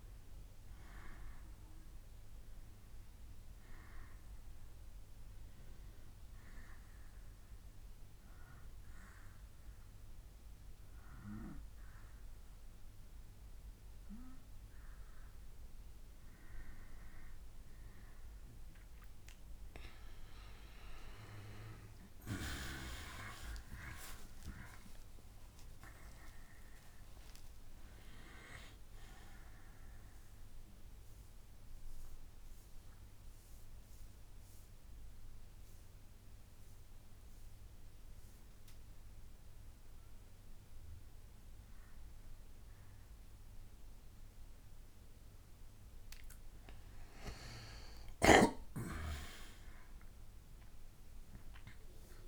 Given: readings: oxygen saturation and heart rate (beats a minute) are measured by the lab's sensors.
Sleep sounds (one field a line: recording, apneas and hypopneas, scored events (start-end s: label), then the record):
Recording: breathing in sleep by a room microphone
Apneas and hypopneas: 2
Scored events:
0.00-14.50 s: oxygen desaturation (device-marked, oxygen 90% lowest, heart rate 58 extreme)
5.50-16.00 s: obstructive apnea (oxygen 96% before, 90% lowest, heart rate 64 before, 65 extreme, up 6 after)
19.00-22.50 s: arousal
29.50-41.00 s: hypopnea (oxygen 94% before, 92% lowest, heart rate 68 before, 57 extreme, up 0 after)
32.50-45.50 s: oxygen desaturation (device-marked, oxygen 97% before, 92% lowest, heart rate 69 before, 57 extreme)
43.50-51.50 s: bradycardia (device-marked, heart rate 63 before, 57 extreme)
45.00-50.00 s: arousal
From the record:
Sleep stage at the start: N2 (light sleep)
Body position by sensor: on the back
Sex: male